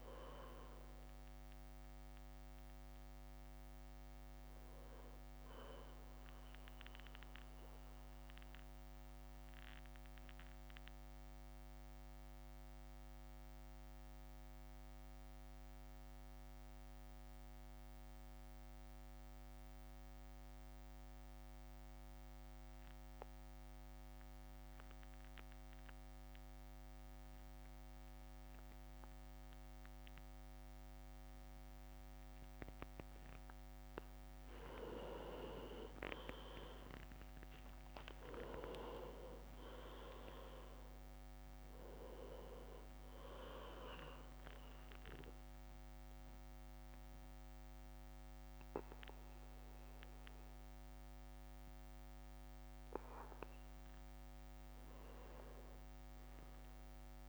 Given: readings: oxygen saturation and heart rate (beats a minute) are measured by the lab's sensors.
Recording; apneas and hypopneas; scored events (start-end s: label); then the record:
breathing in sleep by a microphone on the trachea; 1
0.00-5.00 s: drop in pulse transit time (device-marked, heart rate 56 before, 56 extreme)
0.00-6.00 s: oxygen desaturation (device-marked, oxygen 100% before, 95% lowest, heart rate 55 before, 53 extreme)
8.50-34.00 s: mixed apnea (oxygen 100% before, 94% lowest, heart rate 59 before, 52 extreme, up 6 after)
32.00-48.00 s: oxygen desaturation (device-marked, oxygen 100% before, 95% lowest, heart rate 56 before, 51 extreme)
34.00-36.00 s: leg movement (device-marked)
36.00-47.00 s: drop in pulse transit time (device-marked, heart rate 56 before, 56 extreme)
36.50-41.50 s: arousal
54.00-56.00 s: leg movement (device-marked)
From the record:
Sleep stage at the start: N2 (light sleep); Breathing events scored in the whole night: 399 in 4.6 hours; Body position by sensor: on the back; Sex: male